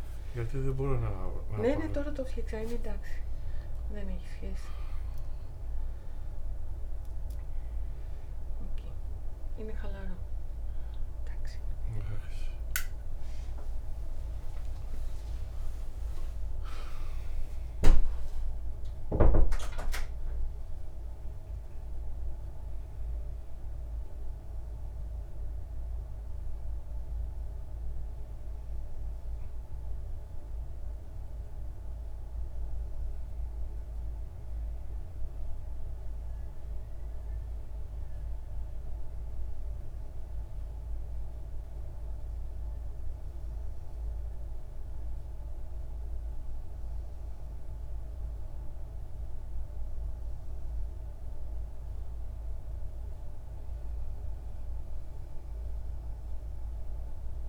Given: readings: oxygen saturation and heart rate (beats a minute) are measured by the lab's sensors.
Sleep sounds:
a person partly awake in a sleep study, by a room microphone; none
21.50-57.49 s: new sleep stage, N1 (lightest sleep)
From the record:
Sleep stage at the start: awake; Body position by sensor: on the back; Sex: male

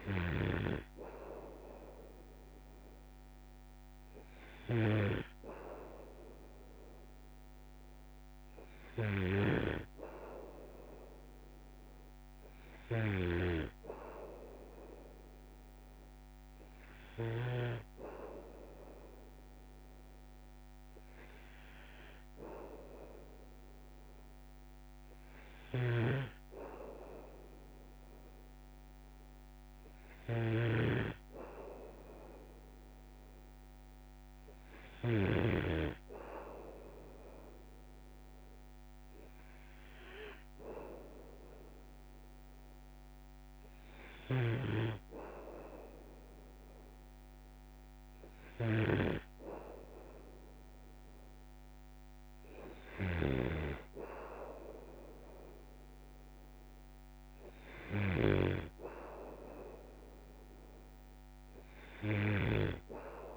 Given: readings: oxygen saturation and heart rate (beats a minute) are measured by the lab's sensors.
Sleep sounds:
breathing in sleep by a microphone on the trachea; none
0.00-17.50 s: snoring (device-marked)
25.50-35.50 s: snoring (device-marked)
44.00-62.50 s: snoring (device-marked)
From the record:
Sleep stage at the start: N2 (light sleep); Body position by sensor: on the back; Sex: male

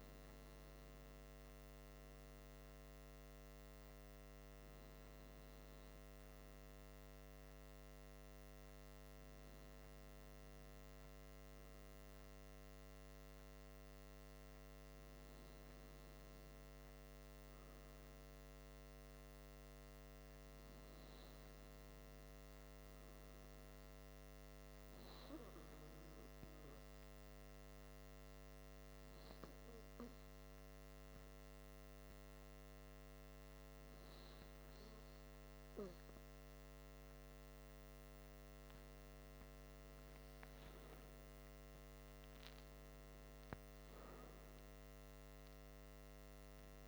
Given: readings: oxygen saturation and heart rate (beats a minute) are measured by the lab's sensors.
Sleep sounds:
breathing in sleep, hard to hear, by a microphone on the trachea; 1
27.00-37.00 s: hypopnea (oxygen 95% before, 93% lowest, heart rate 52 before, 51 extreme, up 3 after)
41.00-44.50 s: arousal
From the record:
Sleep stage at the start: N2 (light sleep); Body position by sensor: on the back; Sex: male

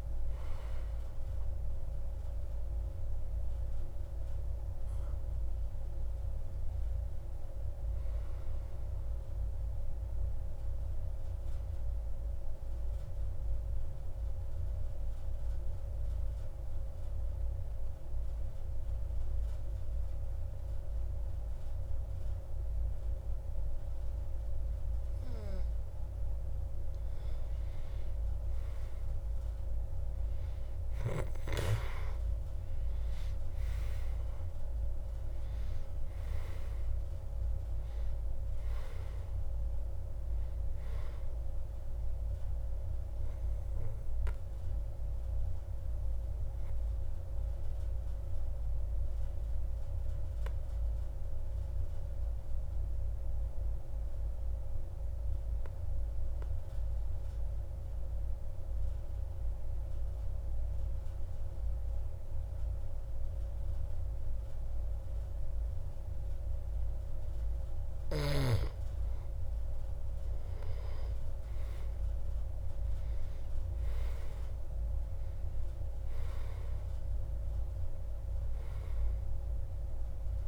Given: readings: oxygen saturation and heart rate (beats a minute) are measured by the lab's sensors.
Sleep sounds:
a person partly awake in a sleep study, hard to hear, by a room microphone; 2
2.00-80.48 s: new sleep stage, N2 (light sleep)
10.00-26.50 s: mixed apnea (oxygen 98% before, 90% lowest)
29.00-33.00 s: arousal
30.00-51.00 s: oxygen desaturation (device-marked, oxygen 97% before, 90% lowest)
44.00-67.00 s: mixed apnea (oxygen 98% before, 89% lowest)
68.00-80.48 s: oxygen desaturation (device-marked, oxygen 97% before, 89% lowest)
70.00-75.50 s: arousal
From the record:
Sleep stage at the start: awake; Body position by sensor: on the back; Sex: male

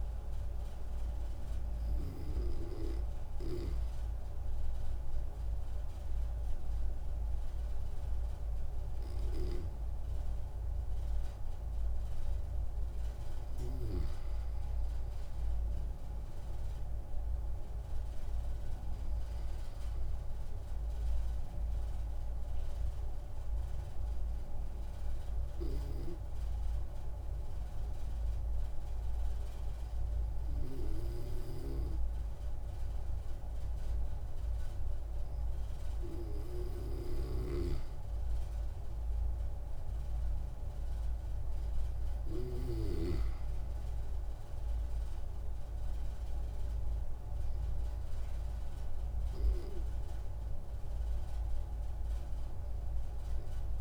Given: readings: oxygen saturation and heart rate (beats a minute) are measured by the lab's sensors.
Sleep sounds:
breathing in sleep by a room microphone; 2
1.00-13.00 s: obstructive apnea (oxygen 97% before, 94% lowest)
16.00-19.50 s: arousal
24.00-37.00 s: obstructive apnea (oxygen 97% before, 94% lowest)
39.00-42.00 s: arousal
From the record:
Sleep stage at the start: N2 (light sleep); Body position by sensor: on the back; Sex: male

